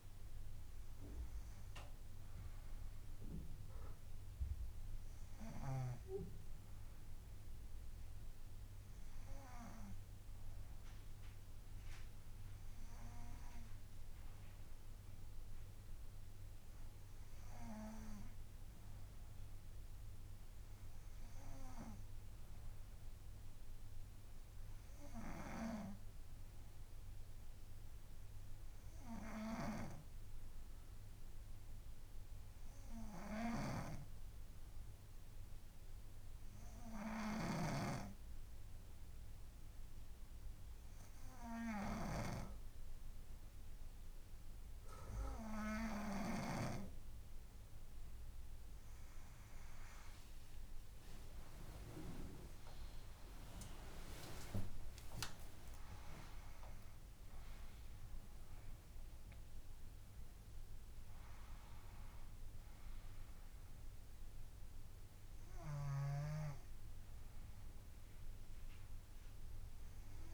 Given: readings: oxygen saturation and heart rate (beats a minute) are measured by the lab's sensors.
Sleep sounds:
breathing in sleep by a room microphone; 1
28.50-43.50 s: hypopnea (oxygen 97% before, 93% lowest, heart rate 70 before, 67 extreme, up 4 after)
50.00-56.00 s: arousal
From the record:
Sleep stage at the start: N2 (light sleep); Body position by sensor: on the right side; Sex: female

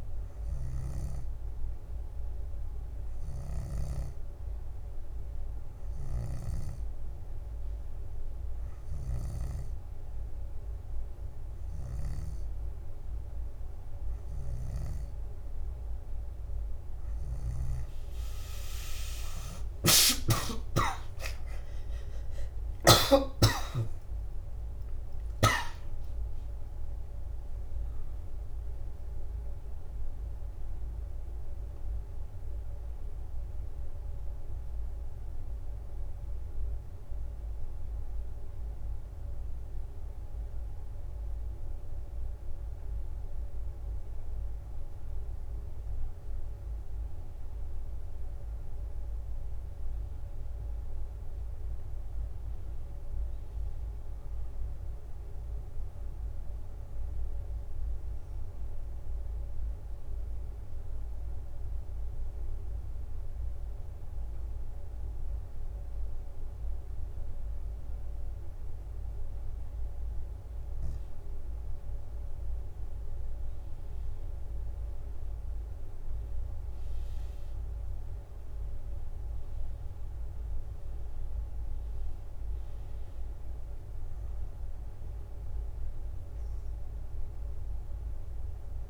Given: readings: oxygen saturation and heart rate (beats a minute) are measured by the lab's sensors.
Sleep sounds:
breathing in sleep by a room microphone; 2
0.00-4.00 s: snoring (device-marked)
0.50-4.50 s: leg movement (device-marked)
6.00-7.00 s: leg movement (device-marked)
6.00-9.50 s: snoring (device-marked)
14.00-15.50 s: leg movement (device-marked)
18.00-28.50 s: leg movement (device-marked)
19.50-23.00 s: snoring (device-marked)
19.50-25.00 s: arousal
24.50-41.50 s: drop in pulse transit time (device-marked, heart rate 68 before, 80 extreme)
33.00-45.50 s: mixed apnea (oxygen 89% before, 88% lowest, heart rate 79 before, 67 extreme, up 4 after)
48.50-52.50 s: arousal
51.00-54.50 s: leg movement (device-marked)
58.50-71.00 s: obstructive apnea (oxygen 98% before, 91% lowest, heart rate 76 before, 67 extreme, up 9 after)
73.00-77.00 s: arousal
74.50-87.50 s: drop in pulse transit time (device-marked, heart rate 73 before, 67 extreme)
79.50-88.90 s: oxygen desaturation (device-marked, oxygen 96% before, 91% lowest, heart rate 71 before, 63 extreme)
From the record:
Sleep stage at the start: N2 (light sleep); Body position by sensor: on the back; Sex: female

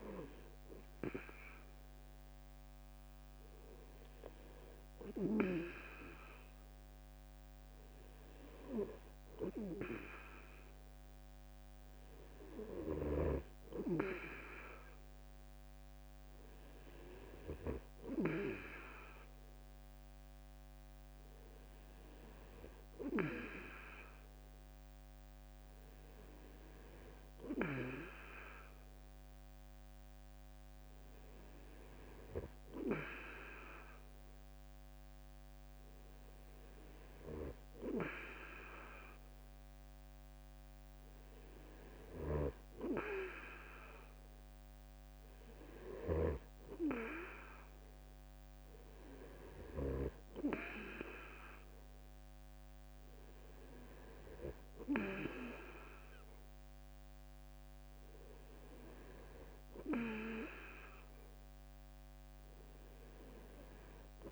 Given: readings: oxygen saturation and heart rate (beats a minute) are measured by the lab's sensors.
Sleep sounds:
breathing in sleep by a microphone on the trachea; none
42.00-50.00 s: snoring (device-marked)
From the record:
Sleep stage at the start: N2 (light sleep); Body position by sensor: on the back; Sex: male

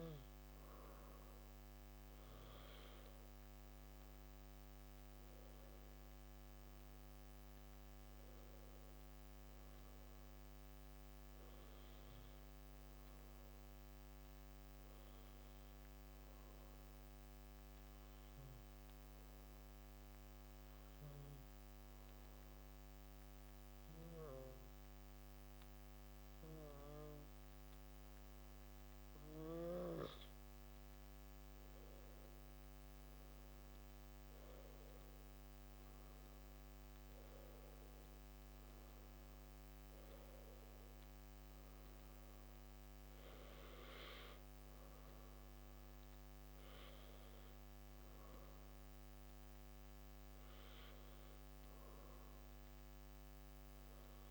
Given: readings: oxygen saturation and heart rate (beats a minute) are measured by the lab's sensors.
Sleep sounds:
breathing in sleep, hard to hear, by a microphone on the trachea; 1
17.00-30.00 s: obstructive apnea (oxygen 97% before, 94% lowest)
31.50-38.00 s: arousal
From the record:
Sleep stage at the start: N2 (light sleep); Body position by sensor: on the back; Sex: male

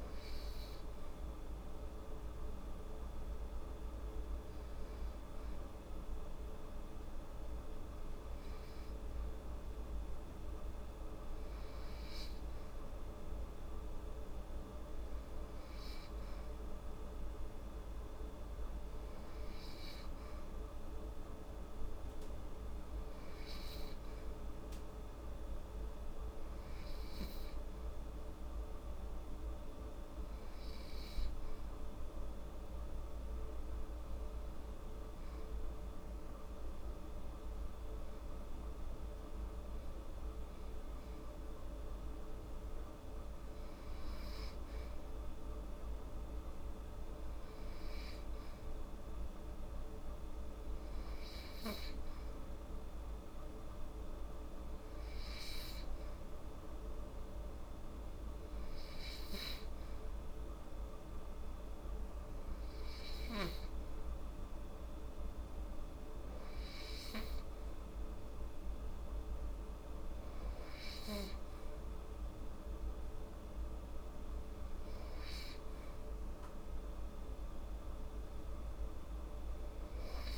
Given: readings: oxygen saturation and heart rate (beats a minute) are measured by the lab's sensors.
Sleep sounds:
breathing in sleep, hard to hear, by a room microphone; none
none scored
From the record:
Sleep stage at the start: N2 (light sleep); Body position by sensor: on the right side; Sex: female

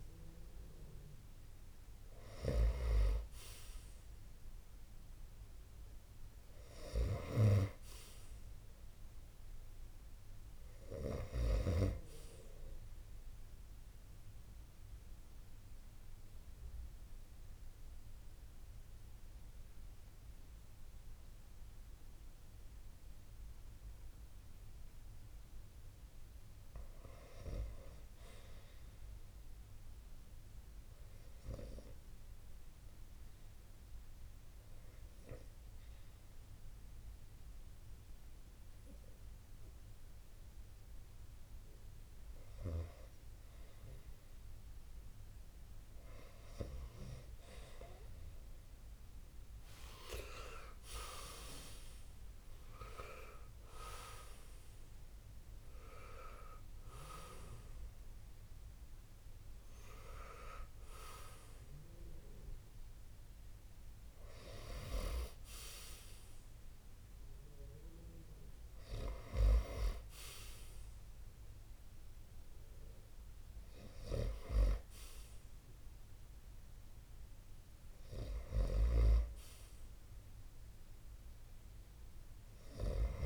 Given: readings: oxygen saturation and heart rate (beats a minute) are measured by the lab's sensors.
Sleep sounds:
breathing in sleep by a room microphone; 2
0.00-3.50 s: oxygen desaturation (device-marked, oxygen 82% lowest)
8.00-10.50 s: arousal
13.00-24.00 s: obstructive apnea (oxygen 94% before, 78% lowest)
26.00-29.00 s: arousal
30.50-48.50 s: oxygen desaturation (device-marked, oxygen 94% before, 81% lowest)
32.50-44.00 s: obstructive apnea (oxygen 96% before, 78% lowest)
48.50-52.50 s: arousal
54.50-76.50 s: oxygen desaturation (device-marked, oxygen 85% before, 78% lowest)
From the record:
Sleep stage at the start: REM sleep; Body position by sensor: on the right side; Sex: male

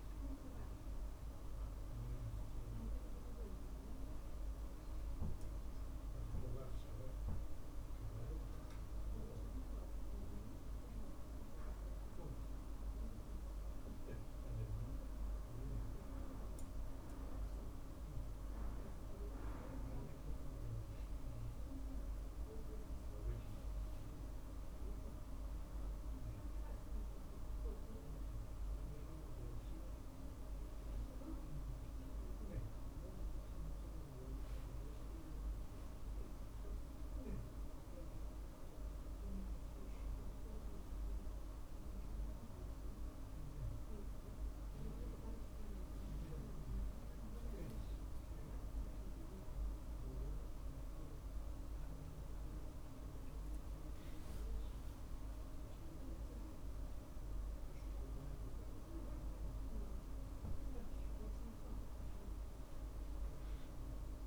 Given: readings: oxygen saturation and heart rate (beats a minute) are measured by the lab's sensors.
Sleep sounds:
breathing in sleep, hard to hear, by a room microphone; none
47.00-52.00 s: arousal
54.00-56.00 s: long interval between heartbeats (device-marked, heart rate 53 before, 65 extreme)
From the record:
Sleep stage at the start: N2 (light sleep); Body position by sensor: on the right side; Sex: male

